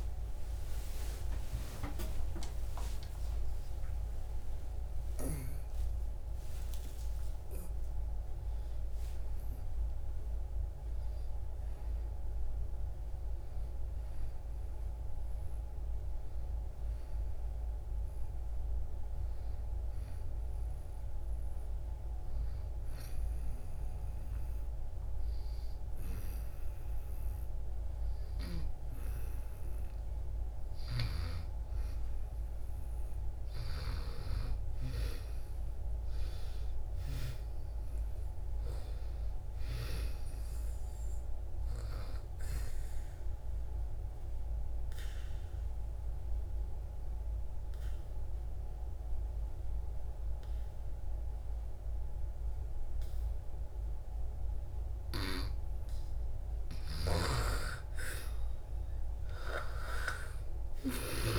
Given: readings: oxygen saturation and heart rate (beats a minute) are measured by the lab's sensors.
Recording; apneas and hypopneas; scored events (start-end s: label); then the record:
a person partly awake in a sleep study, by a room microphone; 2
0.00-7.50 s: oxygen desaturation (device-marked, oxygen 88% lowest)
13.50-61.39 s: new sleep stage, N2 (light sleep)
21.00-31.50 s: hypopnea (oxygen 98% before, 85% lowest)
33.50-52.50 s: oxygen desaturation (device-marked, oxygen 95% before, 88% lowest)
35.00-39.00 s: arousal
42.50-56.50 s: obstructive apnea (oxygen 98% before, 85% lowest)
56.50-61.00 s: snoring (device-marked)
58.50-61.39 s: arousal
59.50-61.39 s: oxygen desaturation (device-marked, oxygen 97% before, 85% lowest)
From the record:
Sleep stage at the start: awake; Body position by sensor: on the back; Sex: female